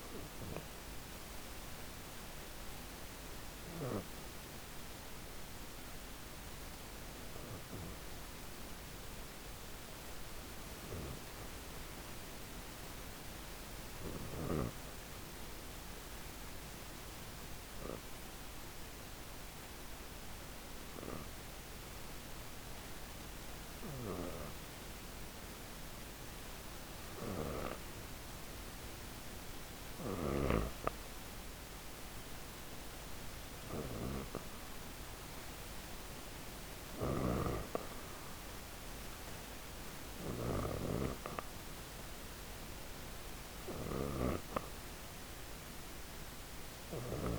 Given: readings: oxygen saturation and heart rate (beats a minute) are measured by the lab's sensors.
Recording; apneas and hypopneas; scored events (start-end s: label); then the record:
breathing in sleep by a microphone on the trachea; 1
12.50-28.50 s: obstructive apnea (oxygen 99% before, 94% lowest)
32.00-36.00 s: arousal
From the record:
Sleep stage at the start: N2 (light sleep); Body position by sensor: on the back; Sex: female